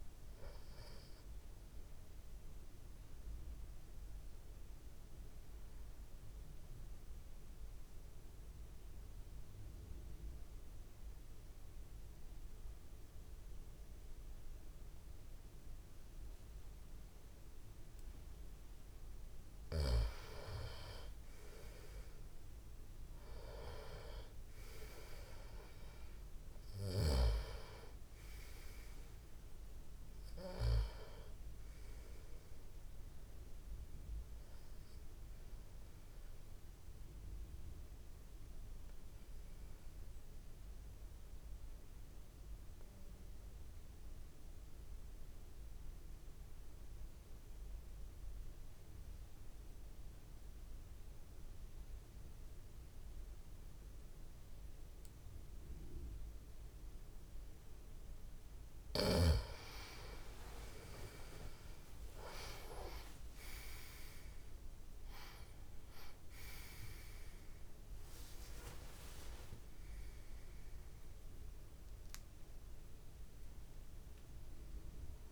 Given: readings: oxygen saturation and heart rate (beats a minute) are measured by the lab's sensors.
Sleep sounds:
breathing in sleep by a room microphone; 2
0.00-6.50 s: oxygen desaturation (device-marked, oxygen 93% lowest)
3.50-19.50 s: obstructive apnea (oxygen 98% before, 90% lowest)
20.50-24.00 s: arousal
23.50-44.50 s: oxygen desaturation (device-marked, oxygen 97% before, 91% lowest)
37.00-59.00 s: obstructive apnea (oxygen 97% before, 90% lowest)
56.50-75.32 s: new sleep stage, N1 (lightest sleep)
58.50-75.32 s: oxygen desaturation (device-marked, oxygen 97% before, 90% lowest)
60.50-65.00 s: arousal
From the record:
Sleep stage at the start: N2 (light sleep); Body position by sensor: on the back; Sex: male

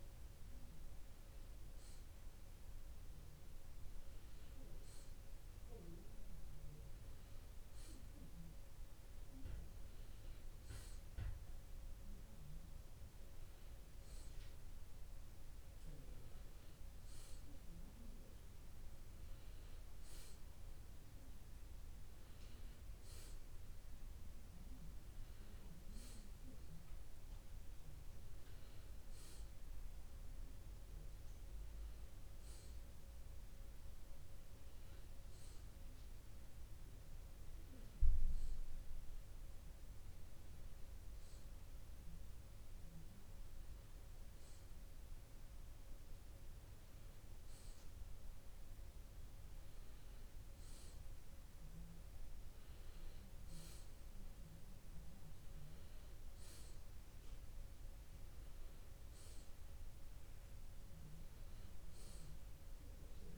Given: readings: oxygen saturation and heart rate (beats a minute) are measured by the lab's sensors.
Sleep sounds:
breathing in sleep, hard to hear, by a room microphone; none
none scored
From the record:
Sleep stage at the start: N2 (light sleep); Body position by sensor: on the back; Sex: male

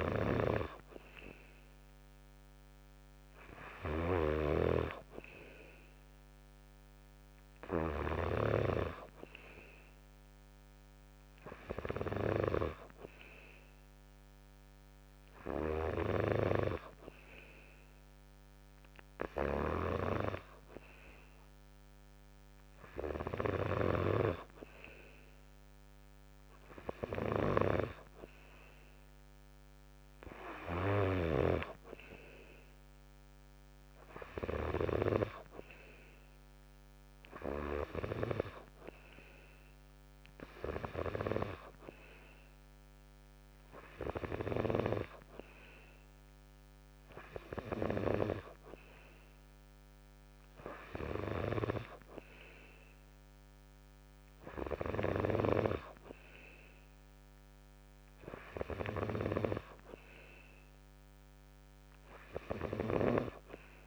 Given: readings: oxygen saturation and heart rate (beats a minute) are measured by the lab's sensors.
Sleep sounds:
breathing in sleep by a microphone on the trachea; none
0.00-8.00 s: snoring (device-marked)
15.50-24.00 s: snoring (device-marked)
From the record:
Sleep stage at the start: N2 (light sleep); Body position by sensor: on the back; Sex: male

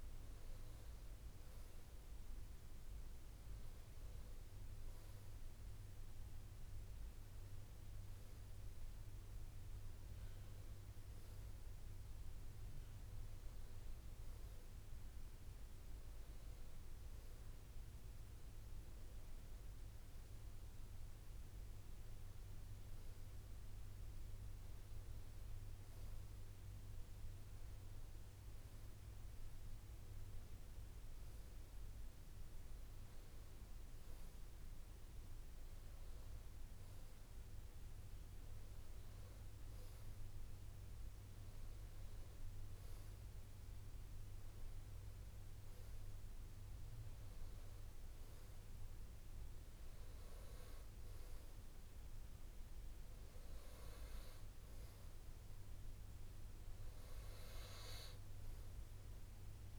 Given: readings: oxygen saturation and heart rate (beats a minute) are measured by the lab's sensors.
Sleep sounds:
breathing in sleep, hard to hear, by a room microphone; none
none scored
From the record:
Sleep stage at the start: REM sleep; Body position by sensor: on the right side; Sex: male

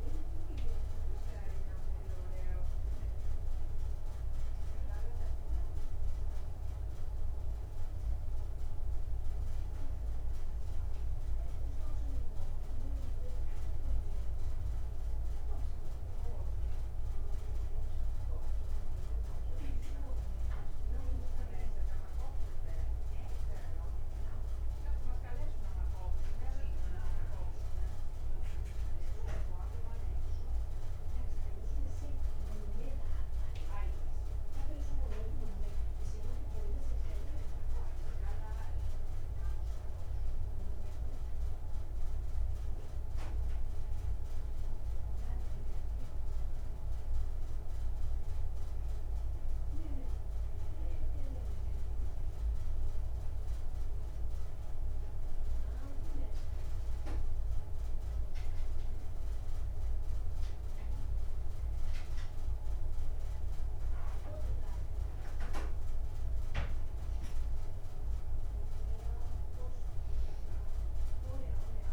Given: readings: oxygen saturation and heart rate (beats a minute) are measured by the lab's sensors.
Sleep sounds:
breathing in sleep, hard to hear, by a room microphone; none
none scored
From the record:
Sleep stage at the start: N1 (lightest sleep); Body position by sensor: on the back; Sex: male

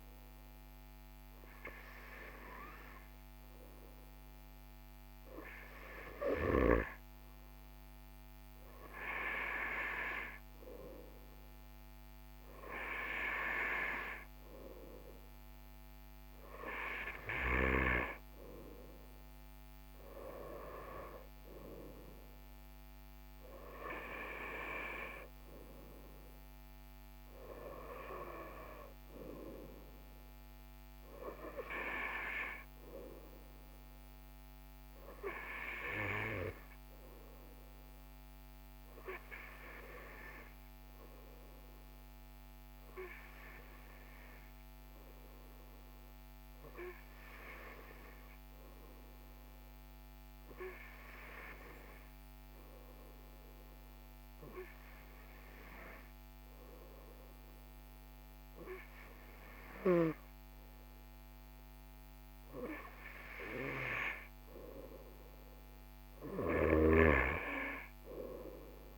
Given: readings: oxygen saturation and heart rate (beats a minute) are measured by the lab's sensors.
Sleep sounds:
breathing in sleep by a microphone on the trachea; 1
46.00-64.50 s: obstructive apnea (oxygen 97% before, 96% lowest, heart rate 43 before, 42 extreme, up 3 after)
67.50-68.98 s: arousal
From the record:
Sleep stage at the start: N2 (light sleep); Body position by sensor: on the right side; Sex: male

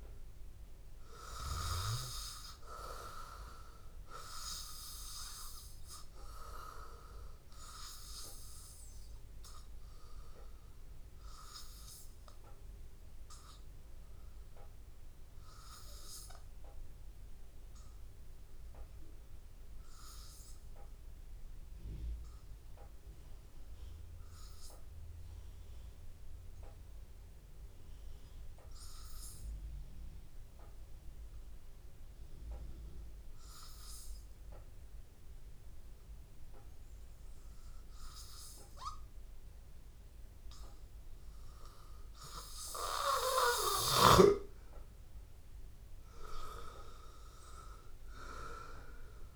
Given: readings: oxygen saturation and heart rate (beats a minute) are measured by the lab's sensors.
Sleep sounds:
breathing in sleep by a room microphone; 1
0.00-5.00 s: arousal
0.00-21.00 s: oxygen desaturation (device-marked, oxygen 92% lowest, heart rate 82 extreme)
24.00-42.50 s: hypopnea (oxygen 98% before, 89% lowest, heart rate 84 before, 82 extreme, up 2 after)
35.00-49.36 s: oxygen desaturation (device-marked, oxygen 98% before, 89% lowest, heart rate 83 before, 82 extreme)
48.00-49.36 s: arousal
From the record:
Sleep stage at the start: N2 (light sleep); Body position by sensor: on the back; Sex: male

